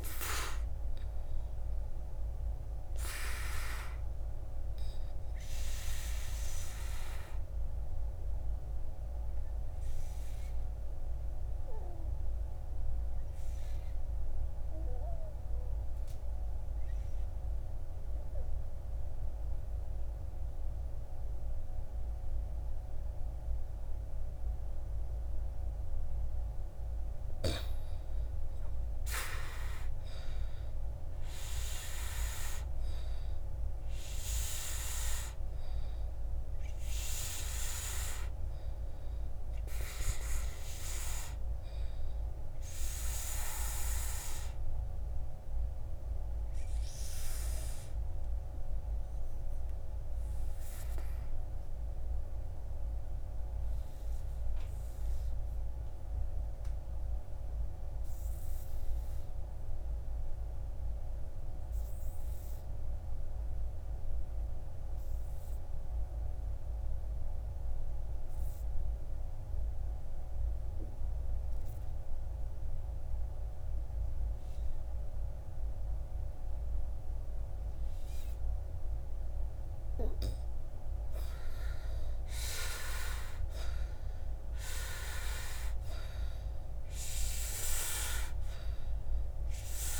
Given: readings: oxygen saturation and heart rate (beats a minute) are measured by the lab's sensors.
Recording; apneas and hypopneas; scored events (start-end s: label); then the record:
breathing in sleep by a room microphone; 2
0.00-23.00 s: oxygen desaturation (device-marked, oxygen 79% lowest, heart rate 53 extreme)
3.00-26.50 s: obstructive apnea (oxygen 98% before, 79% lowest, heart rate 64 before, 53 extreme, up 13 after)
29.00-33.50 s: arousal
36.00-59.00 s: oxygen desaturation (device-marked, oxygen 100% before, 85% lowest, heart rate 59 before, 53 extreme)
45.00-81.50 s: obstructive apnea (oxygen 100% before, 74% lowest, heart rate 64 before, 53 extreme, up 9 after)
74.00-90.00 s: oxygen desaturation (device-marked, oxygen 98% before, 74% lowest, heart rate 57 before, 53 extreme)
84.00-87.50 s: arousal
From the record:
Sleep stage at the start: N2 (light sleep); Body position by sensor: on the back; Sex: male